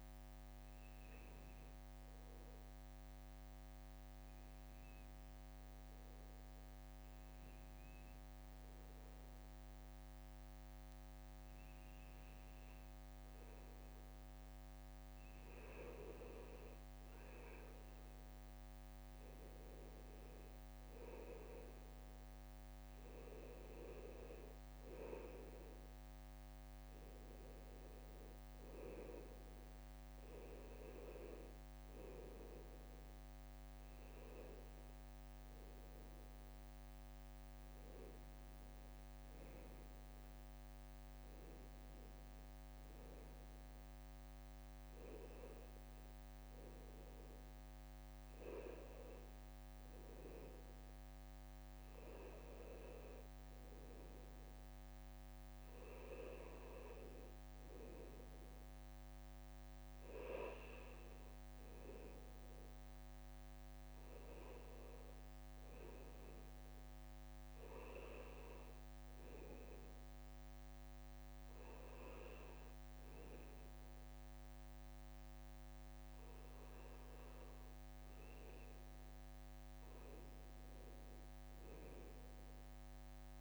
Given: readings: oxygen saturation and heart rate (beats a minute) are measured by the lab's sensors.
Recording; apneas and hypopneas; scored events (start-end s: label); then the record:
breathing in sleep by a microphone on the trachea; 2
0.00-24.50 s: bradycardia (device-marked, heart rate 57 extreme)
1.00-16.00 s: hypopnea (oxygen 99% before, 95% lowest, heart rate 58 before, 57 extreme, up 2 after)
19.00-23.00 s: arousal
33.50-39.50 s: bradycardia (device-marked, heart rate 59 before, 58 extreme)
45.50-77.50 s: bradycardia (device-marked, heart rate 59 before, 58 extreme)
65.50-78.50 s: hypopnea (oxygen 97% before, 96% lowest, heart rate 59 before, 58 extreme, up 2 after)
81.50-83.41 s: arousal
From the record:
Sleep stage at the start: N2 (light sleep); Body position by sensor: on the back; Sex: male